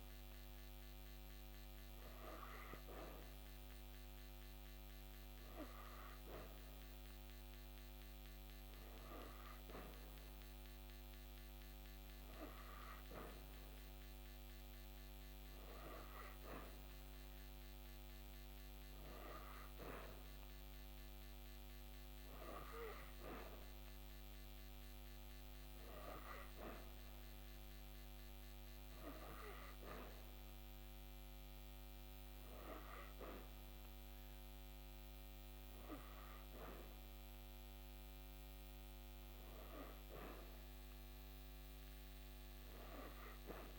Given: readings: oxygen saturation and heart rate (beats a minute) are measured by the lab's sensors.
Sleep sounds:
breathing in sleep by a microphone on the trachea; none
none scored
From the record:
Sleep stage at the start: N3 (deep sleep); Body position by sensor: on the back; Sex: female

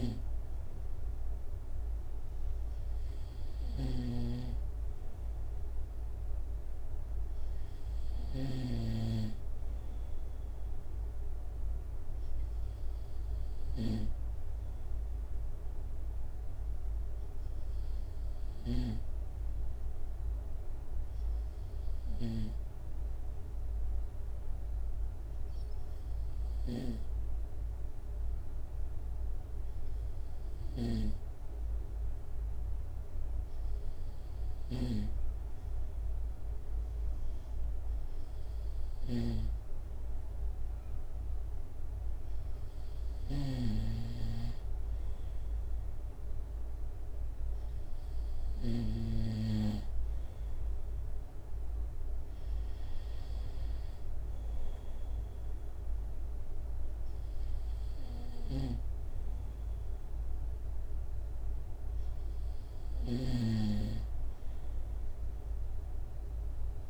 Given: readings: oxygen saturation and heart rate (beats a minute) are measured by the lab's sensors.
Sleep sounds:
breathing in sleep by a room microphone; 1
4.00-9.00 s: snoring (device-marked)
18.50-42.00 s: obstructive apnea (oxygen 96% before, 94% lowest, heart rate 69 before, 69 extreme, up 0 after)
34.50-44.00 s: snoring (device-marked)
44.50-47.50 s: arousal
58.50-66.90 s: snoring (device-marked)
From the record:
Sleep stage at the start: N2 (light sleep); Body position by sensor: on the right side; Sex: male

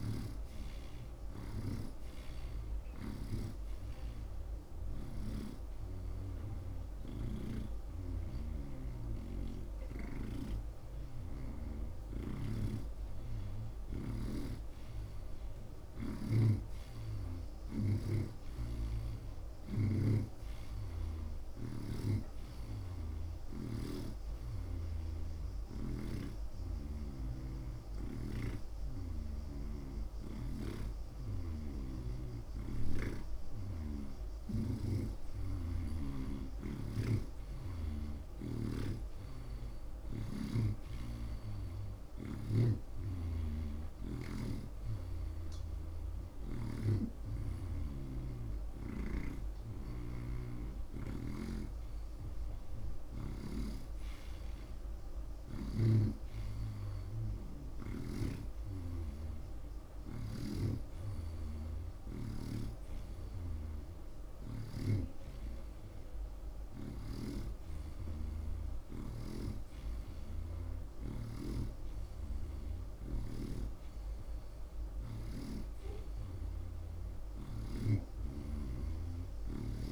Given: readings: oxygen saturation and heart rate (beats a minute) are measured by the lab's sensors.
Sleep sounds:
breathing in sleep by a room microphone; none
0.00-3.00 s: arousal
0.00-5.50 s: snoring (device-marked)
6.50-18.50 s: oxygen desaturation (device-marked, oxygen 86% before, 80% lowest)
7.50-12.50 s: snoring (device-marked)
14.50-21.50 s: snoring (device-marked)
28.50-46.00 s: snoring (device-marked)
48.00-51.50 s: snoring (device-marked)
56.00-65.00 s: snoring (device-marked)
67.00-71.50 s: snoring (device-marked)
73.50-78.00 s: snoring (device-marked)
From the record:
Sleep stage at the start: N2 (light sleep); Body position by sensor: on the right side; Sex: male

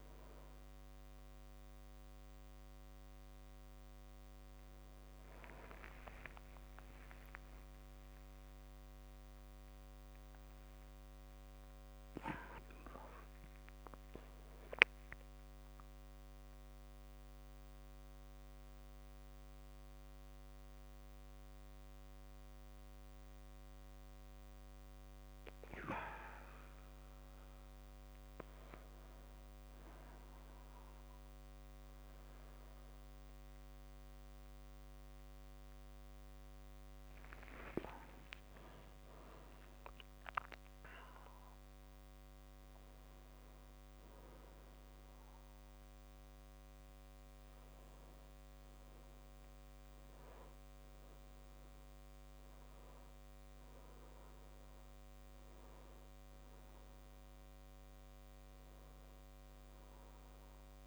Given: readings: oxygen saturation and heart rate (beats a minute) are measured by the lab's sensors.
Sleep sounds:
breathing in sleep by a microphone on the trachea; 1
5.00-10.00 s: arousal
16.00-28.50 s: mixed apnea (oxygen 100% before, 97% lowest)
33.50-37.00 s: arousal
From the record:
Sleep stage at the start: N2 (light sleep); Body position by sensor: on the back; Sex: male

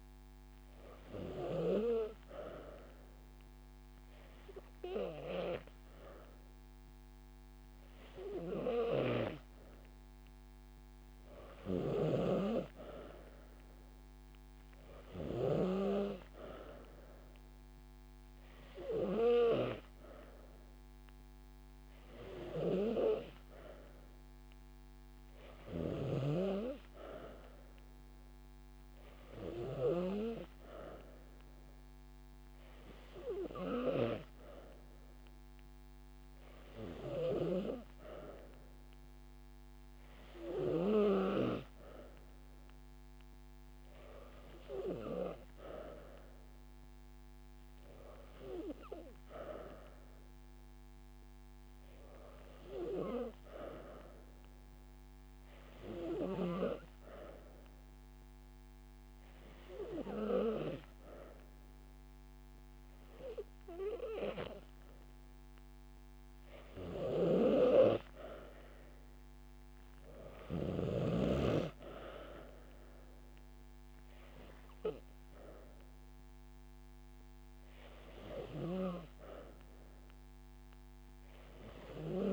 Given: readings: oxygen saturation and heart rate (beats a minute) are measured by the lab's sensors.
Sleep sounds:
breathing in sleep by a microphone on the trachea; 1
25.00-27.00 s: long interval between heartbeats (device-marked)
54.50-66.50 s: hypopnea (oxygen 94% before, 90% lowest)
66.00-68.00 s: long interval between heartbeats (device-marked)
69.50-73.50 s: arousal
78.00-82.33 s: oxygen desaturation (device-marked, oxygen 94% before, 90% lowest)
From the record:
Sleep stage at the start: N2 (light sleep); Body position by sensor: on the back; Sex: female

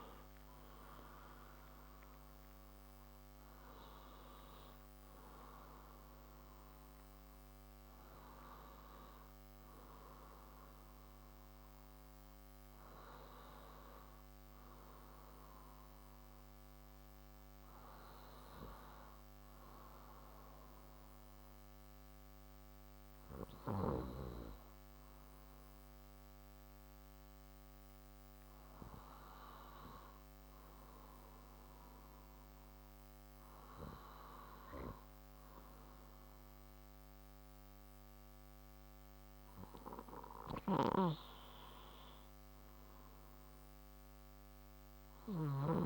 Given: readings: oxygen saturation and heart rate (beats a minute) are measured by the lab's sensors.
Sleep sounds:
breathing in sleep by a microphone on the trachea; none
6.00-19.00 s: oxygen desaturation (device-marked, oxygen 94% before, 91% lowest, heart rate 81 before, 58 extreme)
13.00-43.00 s: new sleep stage, N1 (lightest sleep)
41.00-45.86 s: snoring (device-marked)
43.00-45.86 s: new sleep stage, N2 (light sleep)
From the record:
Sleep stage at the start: N2 (light sleep); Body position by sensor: on the left side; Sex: male

